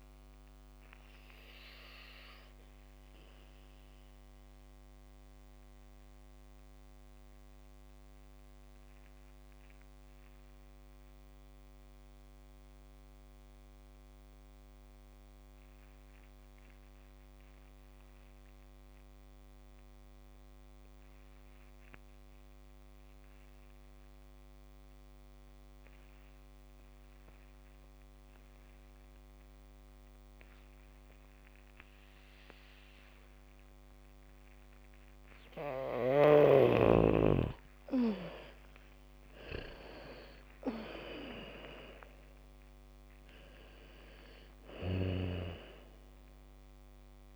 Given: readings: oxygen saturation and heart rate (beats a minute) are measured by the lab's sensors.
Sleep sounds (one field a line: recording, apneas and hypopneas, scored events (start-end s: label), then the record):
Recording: breathing in sleep by a microphone on the trachea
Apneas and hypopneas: 1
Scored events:
0.00-20.50 s: oxygen desaturation (device-marked, oxygen 78% lowest, heart rate 45 extreme)
5.00-35.50 s: mixed apnea (oxygen 98% before, 74% lowest, heart rate 67 before, 45 extreme, up 0 after)
22.50-47.36 s: oxygen desaturation (device-marked, oxygen 99% before, 83% lowest, heart rate 79 before, 45 extreme)
27.50-42.50 s: bradycardia (device-marked, heart rate 70 before, 45 extreme)
38.00-41.50 s: arousal
From the record:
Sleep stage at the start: N2 (light sleep)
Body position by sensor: on the back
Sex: female